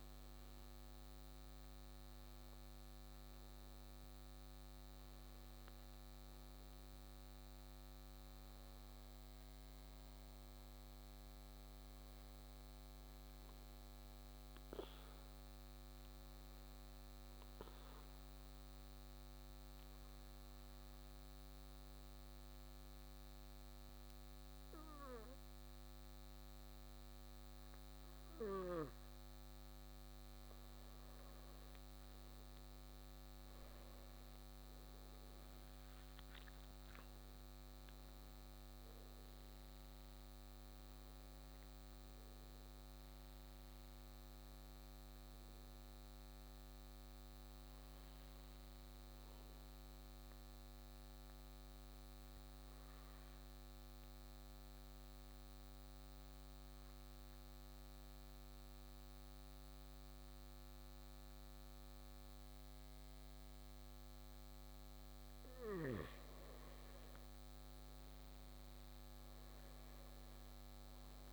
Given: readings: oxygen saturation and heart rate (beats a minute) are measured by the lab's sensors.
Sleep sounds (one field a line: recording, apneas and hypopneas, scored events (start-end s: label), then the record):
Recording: breathing in sleep, hard to hear, by a microphone on the trachea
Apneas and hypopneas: 2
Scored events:
17.50-29.00 s: obstructive apnea (oxygen 97% before, 93% lowest, heart rate 65 before, 61 extreme, up 8 after)
32.50-37.50 s: arousal
50.50-65.50 s: obstructive apnea (oxygen 96% before, 93% lowest, heart rate 67 before, 60 extreme, up 8 after)
68.00-71.00 s: arousal
From the record:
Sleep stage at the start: N2 (light sleep)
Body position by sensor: on the right side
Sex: male